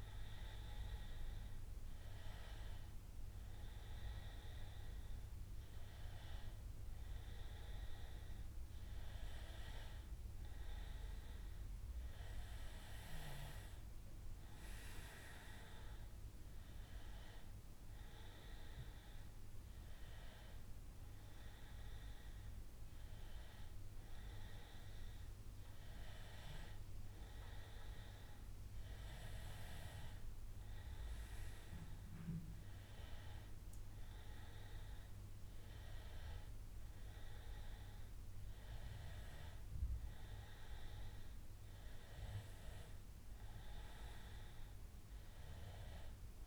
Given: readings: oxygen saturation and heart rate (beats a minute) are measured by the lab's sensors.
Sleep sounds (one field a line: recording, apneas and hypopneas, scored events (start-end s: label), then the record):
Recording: a person awake in a sleep study, by a room microphone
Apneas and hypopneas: none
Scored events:
none scored
From the record:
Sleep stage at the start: awake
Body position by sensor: on the back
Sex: male